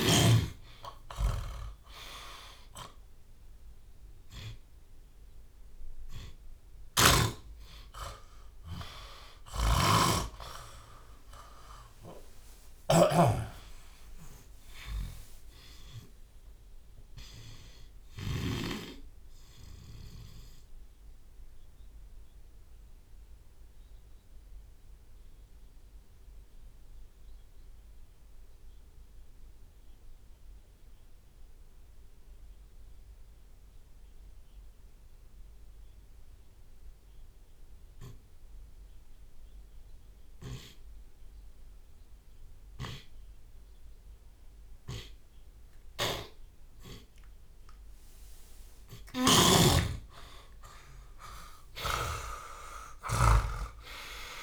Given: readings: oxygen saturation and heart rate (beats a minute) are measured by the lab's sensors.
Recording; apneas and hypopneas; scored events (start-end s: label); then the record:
breathing in sleep by a room microphone; 1
3.00-5.00 s: long interval between heartbeats (device-marked)
6.50-12.50 s: arousal
6.50-18.50 s: snoring (device-marked)
10.00-22.00 s: drop in pulse transit time (device-marked)
10.50-12.50 s: long interval between heartbeats (device-marked)
12.00-16.00 s: tachycardia (device-marked, heart rate 66 before, 117 extreme)
13.50-15.50 s: long interval between heartbeats (device-marked)
17.00-19.00 s: long interval between heartbeats (device-marked, heart rate 45 before, 105 extreme)
19.00-21.00 s: long interval between heartbeats (device-marked, heart rate 54 before, 57 extreme)
20.50-47.50 s: obstructive apnea (oxygen 97% before, 84% lowest)
31.00 s: drop in pulse transit time (device-marked)
33.50-35.50 s: long interval between heartbeats (device-marked)
34.00-47.00 s: oxygen desaturation (device-marked, oxygen 94% before, 84% lowest)
37.00-39.00 s: long interval between heartbeats (device-marked, heart rate 45 before, 37 extreme)
45.50-54.43 s: snoring (device-marked)
48.00-54.43 s: drop in pulse transit time (device-marked)
49.00-51.00 s: long interval between heartbeats (device-marked)
49.00-54.43 s: tachycardia (device-marked, heart rate 65 before, 144 extreme)
51.00-54.43 s: arousal
From the record:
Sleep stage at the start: N2 (light sleep); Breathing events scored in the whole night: 295 in 3.7 hours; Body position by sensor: on the back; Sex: male